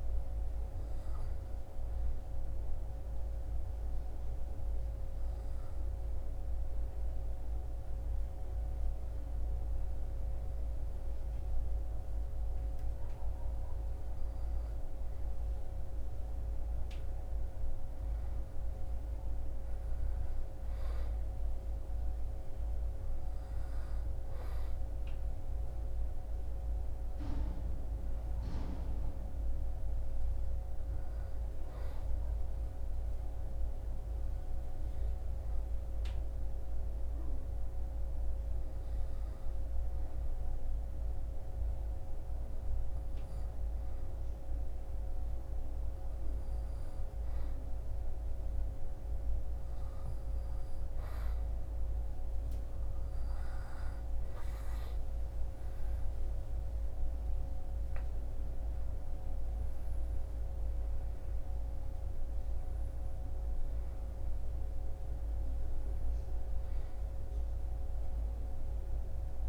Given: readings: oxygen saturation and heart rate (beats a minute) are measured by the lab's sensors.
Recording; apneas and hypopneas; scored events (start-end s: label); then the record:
breathing in sleep, hard to hear, by a room microphone; 2
2.00-15.50 s: obstructive apnea (oxygen 99% before, 96% lowest, heart rate 66 before, 62 extreme, up 8 after)
17.00-22.50 s: arousal
32.50-50.50 s: obstructive apnea (oxygen 99% before, 96% lowest, heart rate 66 before, 62 extreme, up 8 after)
54.00-58.00 s: arousal
From the record:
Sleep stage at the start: N2 (light sleep); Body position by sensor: on the back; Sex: male